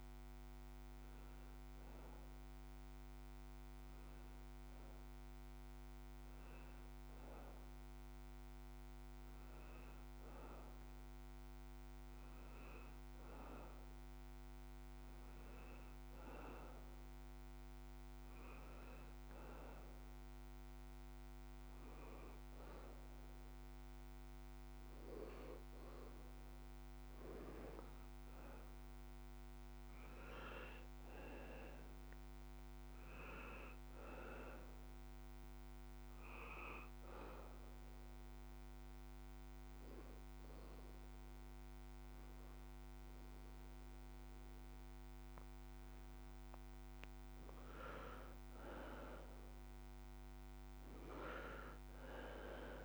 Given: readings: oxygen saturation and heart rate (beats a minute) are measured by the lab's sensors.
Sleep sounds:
breathing in sleep by a microphone on the trachea; 1
19.00-28.00 s: oxygen desaturation (device-marked, oxygen 97% before, 92% lowest, heart rate 139 before, 124 extreme)
28.00-52.85 s: new sleep stage, N2 (light sleep)
29.50-33.00 s: arousal
34.00-47.00 s: oxygen desaturation (device-marked, oxygen 93% before, 89% lowest, heart rate 148 before, 119 extreme)
37.00-47.00 s: obstructive apnea (oxygen 97% before, 86% lowest, heart rate 153 before, 119 extreme, up 23 after)
51.00-52.85 s: arousal
From the record:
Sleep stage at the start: N1 (lightest sleep); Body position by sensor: on the back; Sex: male

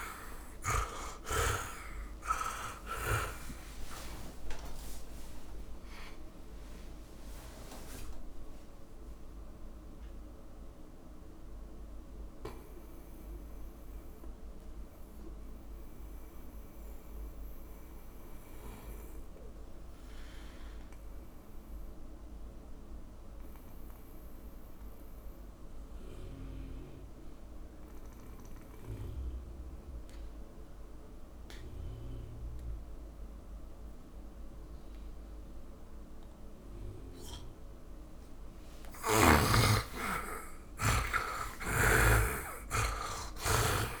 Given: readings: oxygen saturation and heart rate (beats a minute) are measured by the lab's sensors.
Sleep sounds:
breathing in sleep by a room microphone; 1
0.00-2.00 s: arousal
0.00-3.00 s: tachycardia (device-marked, heart rate 115 extreme)
0.00-3.50 s: snoring (device-marked)
0.00-27.00 s: oxygen desaturation (device-marked, oxygen 78% lowest, heart rate 48 extreme)
8.00-38.50 s: mixed apnea (oxygen 100% before, 78% lowest, heart rate 78 before, 50 extreme, up 20 after)
38.00-44.00 s: oxygen desaturation (device-marked, oxygen 100% before, 80% lowest, heart rate 60 before, 46 extreme)
39.50-44.00 s: arousal
41.50-44.00 s: snoring (device-marked)
From the record:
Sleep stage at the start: N2 (light sleep); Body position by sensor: on the back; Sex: male

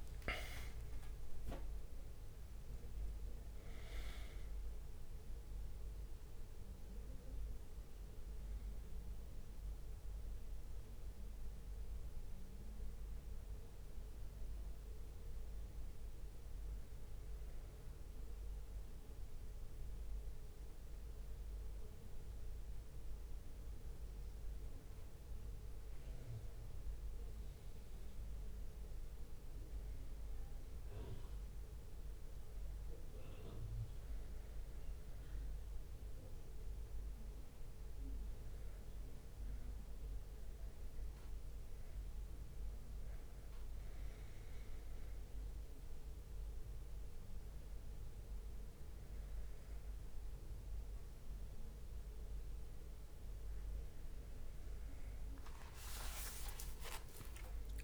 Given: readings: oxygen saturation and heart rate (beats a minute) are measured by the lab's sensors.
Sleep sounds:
breathing in sleep, hard to hear, by a room microphone; none
0.00-2.00 s: tachycardia (device-marked, heart rate 124 extreme)
0.00-2.50 s: leg movement (device-marked)
0.00-12.00 s: drop in pulse transit time (device-marked, heart rate 73 before, 65 extreme)
2.50-4.50 s: long interval between heartbeats (device-marked, heart rate 79 before, 140 extreme)
17.50-20.50 s: leg movement (device-marked)
38.00-57.83 s: new sleep stage, N2 (light sleep)
56.00-57.83 s: tachycardia (device-marked, heart rate 71 before, 150 extreme)
56.50-57.83 s: leg movement (device-marked)
56.50-57.83 s: long interval between heartbeats (device-marked, heart rate 68 before, 74 extreme)
From the record:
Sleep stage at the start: N1 (lightest sleep); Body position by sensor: on the back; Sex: male

